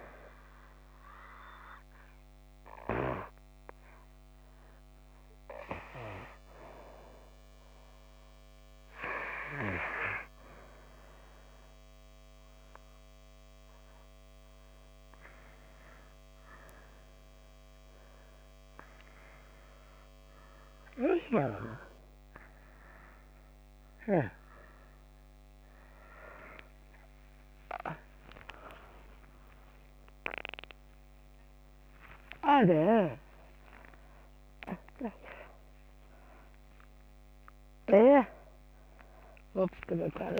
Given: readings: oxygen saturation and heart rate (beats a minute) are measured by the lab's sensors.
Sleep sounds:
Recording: a person awake in a sleep study, by a microphone on the trachea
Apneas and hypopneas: none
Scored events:
9.50-40.40 s: new sleep stage, awake
From the record:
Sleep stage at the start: N2 (light sleep)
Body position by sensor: on the back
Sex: female

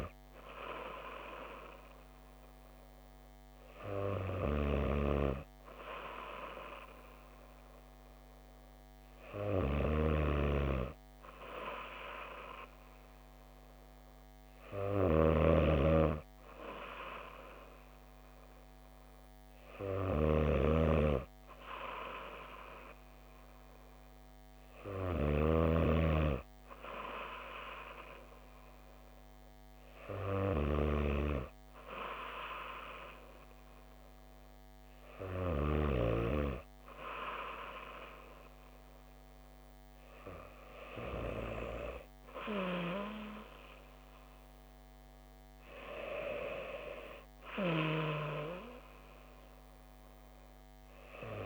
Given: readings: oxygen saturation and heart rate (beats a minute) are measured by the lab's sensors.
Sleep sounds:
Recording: breathing in sleep by a microphone on the trachea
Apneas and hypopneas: none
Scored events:
14.50-25.00 s: snoring (device-marked)
From the record:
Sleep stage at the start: N2 (light sleep)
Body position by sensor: on the back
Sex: female

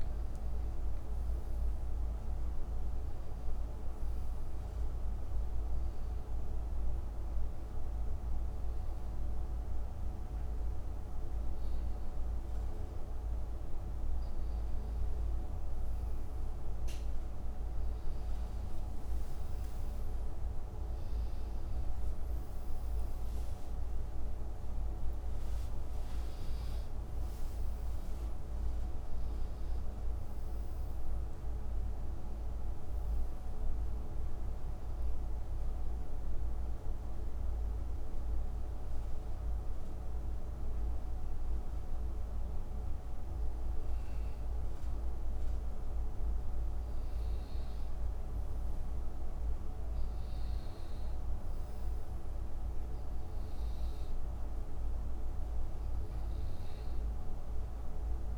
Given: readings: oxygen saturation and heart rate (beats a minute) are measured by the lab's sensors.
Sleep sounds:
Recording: breathing in sleep, hard to hear, by a room microphone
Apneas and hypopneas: 2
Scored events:
4.50-15.50 s: hypopnea (oxygen 95% before, 90% lowest, heart rate 80 before, 67 extreme, up 8 after)
17.50-31.50 s: oxygen desaturation (device-marked, oxygen 94% before, 90% lowest, heart rate 70 before, 68 extreme)
20.00-27.00 s: arousal
35.00-47.00 s: obstructive apnea (oxygen 94% before, 86% lowest, heart rate 79 before, 68 extreme, up 7 after)
50.50-58.38 s: oxygen desaturation (device-marked, oxygen 94% before, 90% lowest, heart rate 71 before, 68 extreme)
From the record:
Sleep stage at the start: N2 (light sleep)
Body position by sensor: on the back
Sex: male

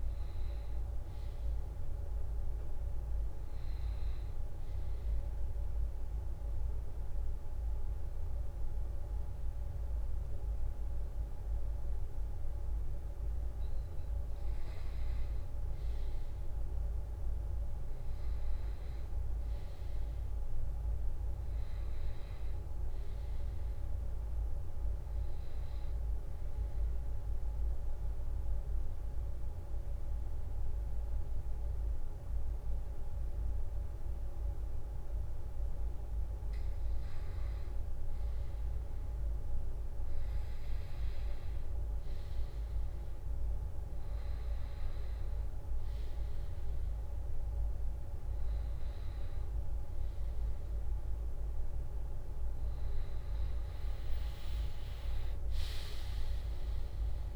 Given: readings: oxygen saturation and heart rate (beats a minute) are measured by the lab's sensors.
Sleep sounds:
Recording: breathing in sleep, hard to hear, by a room microphone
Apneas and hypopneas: 2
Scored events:
0.00-1.50 s: arousal
5.00-15.00 s: obstructive apnea (oxygen 96% before, 89% lowest, heart rate 83 before, 77 extreme, up 0 after)
18.00-21.00 s: arousal
21.50-36.50 s: oxygen desaturation (device-marked, oxygen 97% before, 91% lowest, heart rate 82 before, 75 extreme)
26.50-37.50 s: central apnea (oxygen 97% before, 89% lowest, heart rate 81 before, 75 extreme)
40.00-44.00 s: arousal
43.50-57.36 s: oxygen desaturation (device-marked, oxygen 96% before, 89% lowest, heart rate 79 before, 77 extreme)
From the record:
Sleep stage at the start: N2 (light sleep)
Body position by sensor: on the back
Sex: male

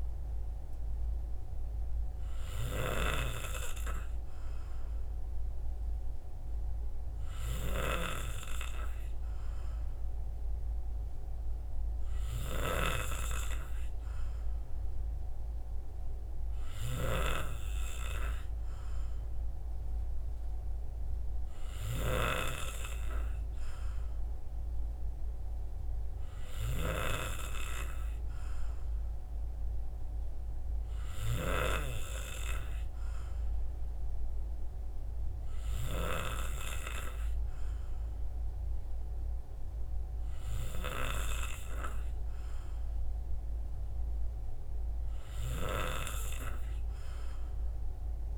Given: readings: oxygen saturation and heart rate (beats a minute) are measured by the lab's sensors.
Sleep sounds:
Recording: breathing in sleep by a room microphone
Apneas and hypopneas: none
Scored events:
48.00-48.38 s: new sleep stage, N2 (light sleep)
From the record:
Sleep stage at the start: N3 (deep sleep)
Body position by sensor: on the right side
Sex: male

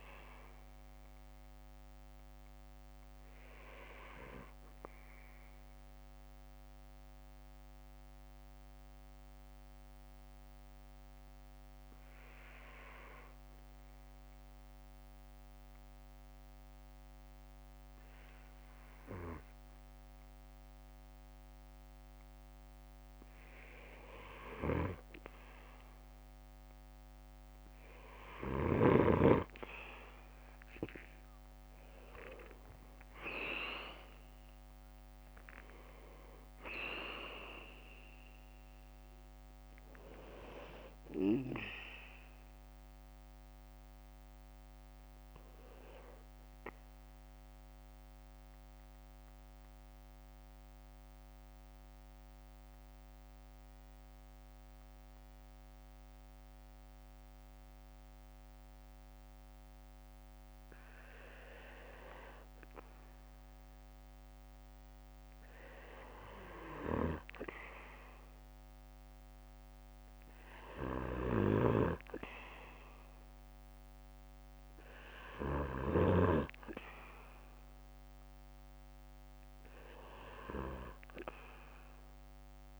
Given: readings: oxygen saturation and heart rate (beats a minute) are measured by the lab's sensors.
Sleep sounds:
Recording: breathing in sleep by a microphone on the trachea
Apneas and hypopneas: 2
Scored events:
0.00-19.00 s: oxygen desaturation (device-marked, oxygen 93% lowest, heart rate 55 extreme)
4.50-23.50 s: mixed apnea (oxygen 98% before, 93% lowest, heart rate 64 before, 57 extreme, up 12 after)
5.00-9.00 s: bradycardia (device-marked, heart rate 62 before, 55 extreme)
10.00-15.00 s: bradycardia (device-marked, heart rate 62 before, 57 extreme)
29.50-34.00 s: arousal
45.50-60.50 s: central apnea (oxygen 96% before, 94% lowest, heart rate 64 before, 57 extreme, up 10 after)
62.50-66.00 s: arousal
From the record:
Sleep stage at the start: N2 (light sleep)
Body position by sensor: on the back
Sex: male

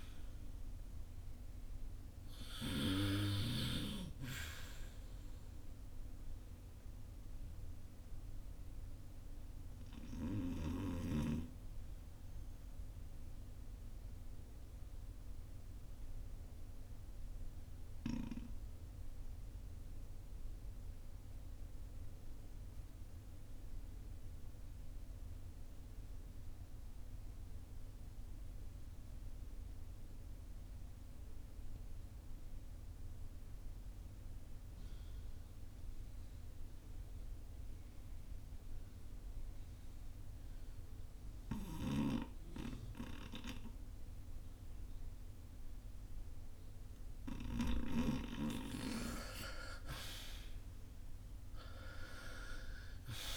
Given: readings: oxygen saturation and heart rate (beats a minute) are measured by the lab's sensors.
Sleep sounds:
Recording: breathing in sleep by a room microphone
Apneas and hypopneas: 1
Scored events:
0.00-32.50 s: oxygen desaturation (device-marked, oxygen 68% lowest, heart rate 50 extreme)
13.00-47.50 s: obstructive apnea (oxygen 85% before, 68% lowest, heart rate 63 before, 50 extreme, up 7 after)
45.50-53.37 s: oxygen desaturation (device-marked, oxygen 97% before, 75% lowest, heart rate 52 before, 42 extreme)
49.00-53.37 s: arousal
From the record:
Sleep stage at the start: REM sleep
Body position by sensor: on the front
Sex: male

